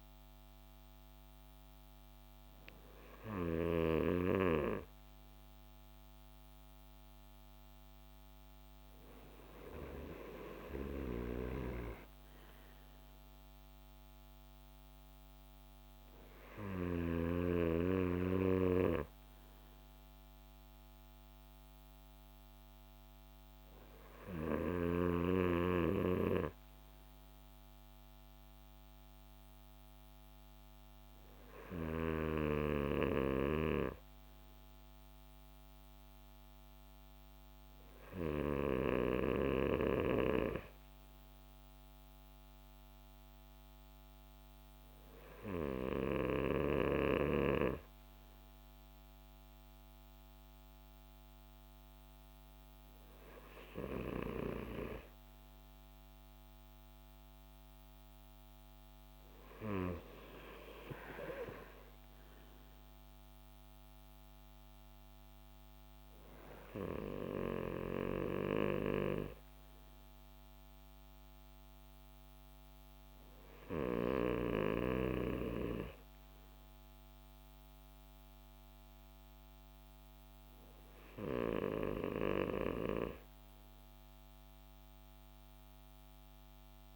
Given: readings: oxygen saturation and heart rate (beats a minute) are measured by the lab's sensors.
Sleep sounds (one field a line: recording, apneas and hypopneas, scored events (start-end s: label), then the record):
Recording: breathing in sleep by a microphone on the trachea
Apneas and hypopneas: none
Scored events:
none scored
From the record:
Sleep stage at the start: N2 (light sleep)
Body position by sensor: on the back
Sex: male